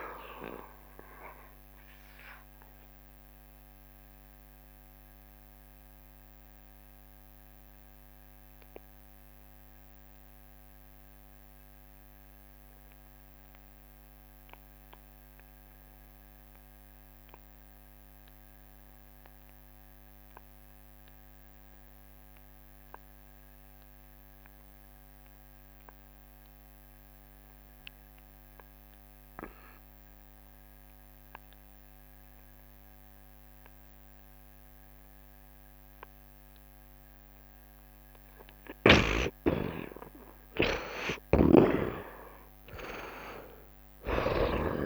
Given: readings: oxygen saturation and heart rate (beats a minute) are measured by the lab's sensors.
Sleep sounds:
breathing in sleep by a microphone on the trachea; 1
0.00-16.50 s: oxygen desaturation (device-marked, oxygen 57% lowest, heart rate 68 extreme)
0.50-38.00 s: mixed apnea (oxygen 62% before, 57% lowest, heart rate 94 before, 65 extreme, up 4 after)
18.50-44.86 s: oxygen desaturation (device-marked, oxygen 88% before, 59% lowest, heart rate 85 before, 65 extreme)
41.50-44.86 s: arousal
From the record:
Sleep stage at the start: N2 (light sleep); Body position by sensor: on the right side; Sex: male

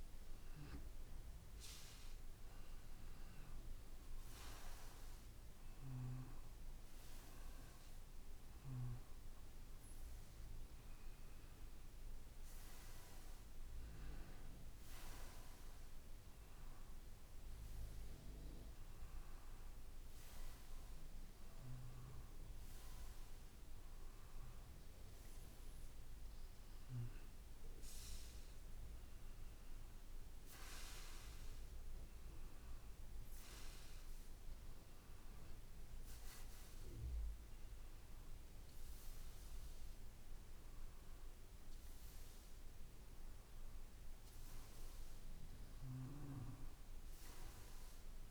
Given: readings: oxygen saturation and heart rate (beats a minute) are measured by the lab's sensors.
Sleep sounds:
breathing in sleep by a room microphone; none
none scored
From the record:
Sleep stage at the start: N2 (light sleep); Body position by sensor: on the back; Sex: male

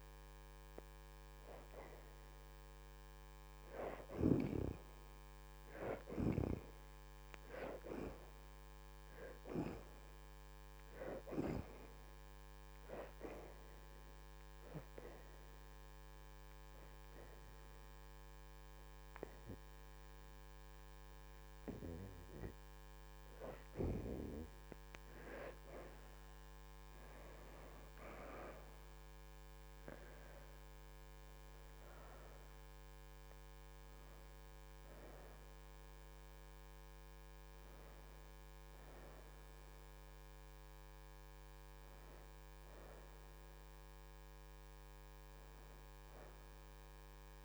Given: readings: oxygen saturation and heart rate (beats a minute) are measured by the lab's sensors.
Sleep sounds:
breathing in sleep by a microphone on the trachea; 1
0.00-9.50 s: oxygen desaturation (device-marked, oxygen 61% lowest, heart rate 78 extreme)
13.50-24.50 s: hypopnea (oxygen 77% before, 56% lowest, heart rate 82 before, 75 extreme, up 6 after)
13.50-24.50 s: oxygen desaturation (device-marked, oxygen 77% before, 66% lowest, heart rate 82 before, 75 extreme)
27.00-32.00 s: arousal
32.50-47.45 s: oxygen desaturation (device-marked, oxygen 74% before, 56% lowest, heart rate 83 before, 75 extreme)
From the record:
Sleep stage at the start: N2 (light sleep); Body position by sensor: on the back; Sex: female

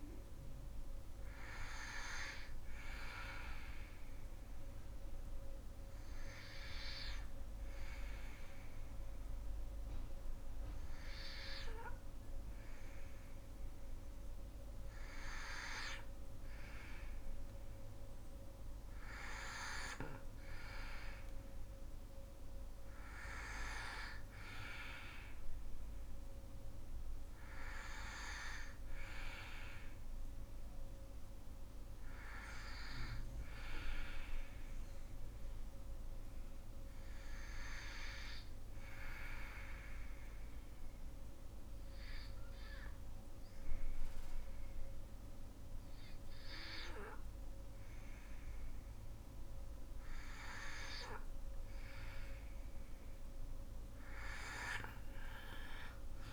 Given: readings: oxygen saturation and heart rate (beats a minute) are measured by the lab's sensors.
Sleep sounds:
breathing in sleep by a room microphone; 2
0.00-10.50 s: oxygen desaturation (device-marked, oxygen 92% lowest, heart rate 63 extreme)
4.00-15.00 s: obstructive apnea (oxygen 96% before, 90% lowest, heart rate 67 before, 63 extreme, up 2 after)
17.00-20.00 s: arousal
18.50-35.50 s: oxygen desaturation (device-marked, oxygen 97% before, 92% lowest, heart rate 65 before, 58 extreme)
35.50-50.00 s: obstructive apnea (oxygen 97% before, 90% lowest, heart rate 64 before, 58 extreme, up 7 after)
51.50-54.00 s: arousal
From the record:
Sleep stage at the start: N2 (light sleep); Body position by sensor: on the back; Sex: female

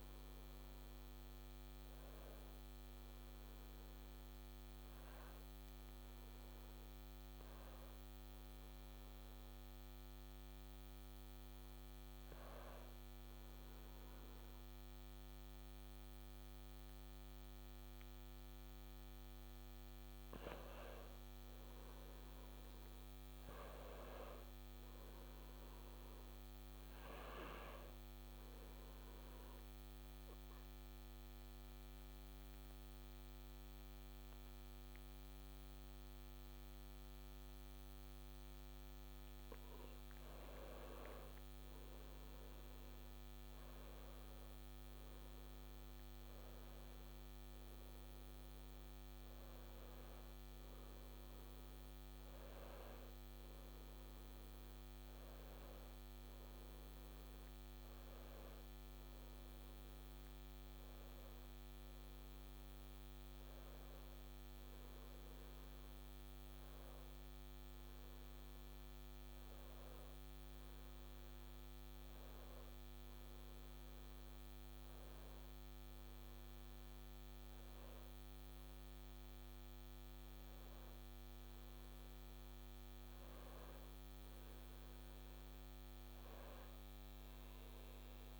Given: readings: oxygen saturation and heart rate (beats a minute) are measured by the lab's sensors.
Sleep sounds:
breathing in sleep, hard to hear, by a microphone on the trachea; 2
5.50-18.00 s: hypopnea (oxygen 98% before, 92% lowest, heart rate 73 before, 68 extreme, up 2 after)
19.50-38.50 s: oxygen desaturation (device-marked, oxygen 96% before, 92% lowest, heart rate 71 before, 67 extreme)
20.00-23.00 s: arousal
29.00-40.00 s: obstructive apnea (oxygen 96% before, 92% lowest, heart rate 71 before, 67 extreme, up 3 after)
43.00-47.50 s: arousal
69.50-74.00 s: arousal
From the record:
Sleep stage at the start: N2 (light sleep); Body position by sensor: on the back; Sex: male

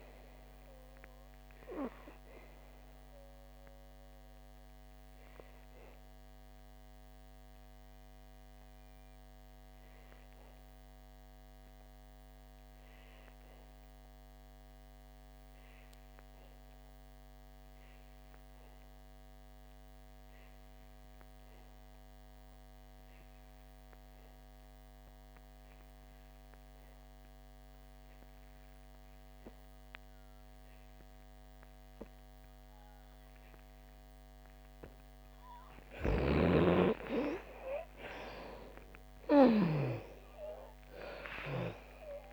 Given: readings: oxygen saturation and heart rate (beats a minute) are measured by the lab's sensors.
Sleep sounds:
breathing in sleep by a microphone on the trachea; 1
0.00-18.00 s: oxygen desaturation (device-marked, oxygen 77% lowest, heart rate 58 extreme)
1.50-35.50 s: obstructive apnea (oxygen 97% before, 75% lowest, heart rate 74 before, 58 extreme)
34.00-42.33 s: oxygen desaturation (device-marked, oxygen 98% before, 75% lowest, heart rate 62 before, 61 extreme)
36.50-40.50 s: arousal
From the record:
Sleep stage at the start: N2 (light sleep); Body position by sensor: on the back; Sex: female

